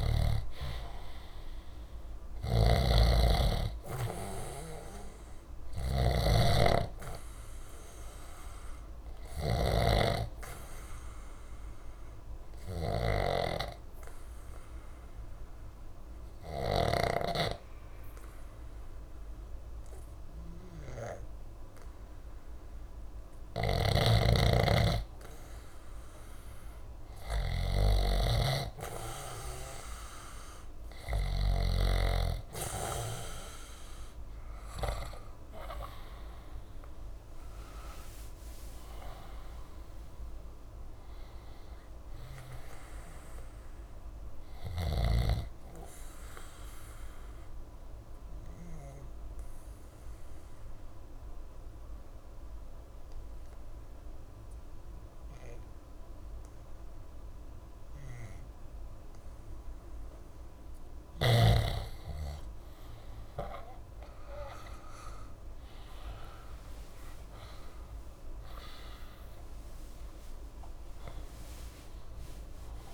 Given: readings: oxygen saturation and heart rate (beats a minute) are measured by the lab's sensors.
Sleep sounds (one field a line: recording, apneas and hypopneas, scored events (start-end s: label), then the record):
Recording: breathing in sleep by a room microphone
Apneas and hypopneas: 2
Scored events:
0.00-1.00 s: arousal
0.00-17.00 s: snoring (device-marked)
3.50-20.50 s: oxygen desaturation (device-marked, oxygen 96% before, 90% lowest, heart rate 62 before, 60 extreme)
8.50-24.00 s: obstructive apnea (oxygen 96% before, 88% lowest, heart rate 62 before, 60 extreme, up 0 after)
23.50-31.50 s: snoring (device-marked)
30.00-34.50 s: arousal
33.50-58.50 s: oxygen desaturation (device-marked, oxygen 95% before, 88% lowest, heart rate 62 before, 60 extreme)
45.50-61.00 s: obstructive apnea (oxygen 95% before, 88% lowest, heart rate 63 before, 60 extreme, up 4 after)
64.00-67.50 s: arousal
65.50-72.94 s: oxygen desaturation (device-marked, oxygen 96% before, 92% lowest, heart rate 61 before, 60 extreme)
From the record:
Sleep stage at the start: N2 (light sleep)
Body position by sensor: on the back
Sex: male